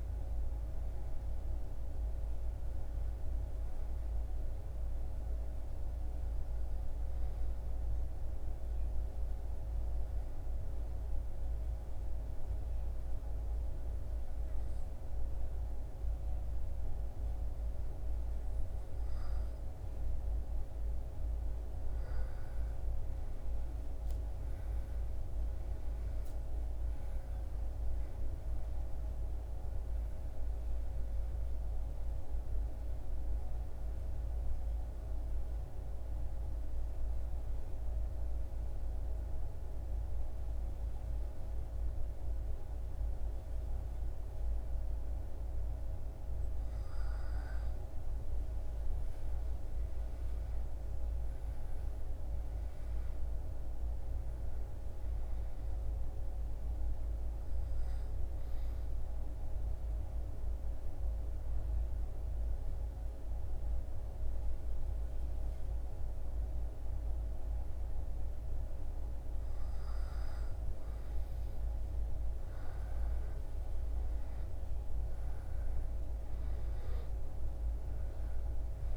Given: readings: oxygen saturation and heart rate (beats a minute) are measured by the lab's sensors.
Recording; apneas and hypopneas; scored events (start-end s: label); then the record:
breathing in sleep, hard to hear, by a room microphone; 3
9.50-20.00 s: obstructive apnea (oxygen 96% before, 92% lowest, heart rate 80 before, 66 extreme, up 12 after)
25.00-30.00 s: arousal
28.50-45.50 s: oxygen desaturation (device-marked, oxygen 97% before, 92% lowest, heart rate 72 before, 66 extreme)
33.00-44.50 s: obstructive apnea (oxygen 97% before, 92% lowest, heart rate 74 before, 66 extreme, up 14 after)
47.00-52.00 s: arousal
52.50-69.50 s: oxygen desaturation (device-marked, oxygen 98% before, 94% lowest, heart rate 72 before, 68 extreme)
57.50-68.00 s: obstructive apnea (oxygen 98% before, 94% lowest, heart rate 73 before, 69 extreme, up 11 after)
71.50-76.50 s: arousal
77.50-78.97 s: oxygen desaturation (device-marked, oxygen 98% before, 94% lowest, heart rate 73 before, 69 extreme)
From the record:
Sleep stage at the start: REM sleep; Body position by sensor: on the back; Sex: male